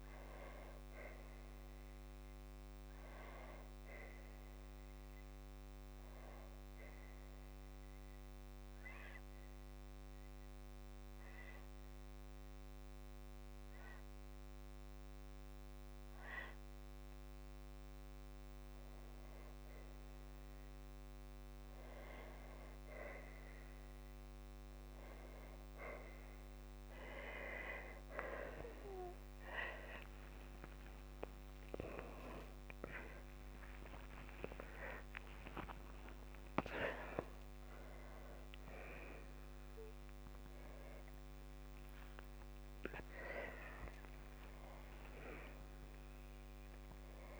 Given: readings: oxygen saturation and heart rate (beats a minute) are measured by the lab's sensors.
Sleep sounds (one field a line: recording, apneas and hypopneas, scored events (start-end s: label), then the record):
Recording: a person awake in a sleep study, by a microphone on the trachea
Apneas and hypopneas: none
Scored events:
28.00-30.00 s: long interval between heartbeats (device-marked, heart rate 58 before, 65 extreme)
28.50-47.40 s: tachycardia (device-marked, heart rate 60 before, 156 extreme)
30.00-32.00 s: long interval between heartbeats (device-marked, heart rate 59 before, 78 extreme)
32.50-34.50 s: long interval between heartbeats (device-marked, heart rate 65 before, 122 extreme)
34.50-36.50 s: long interval between heartbeats (device-marked, heart rate 72 before, 151 extreme)
From the record:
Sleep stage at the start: awake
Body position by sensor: on the back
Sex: female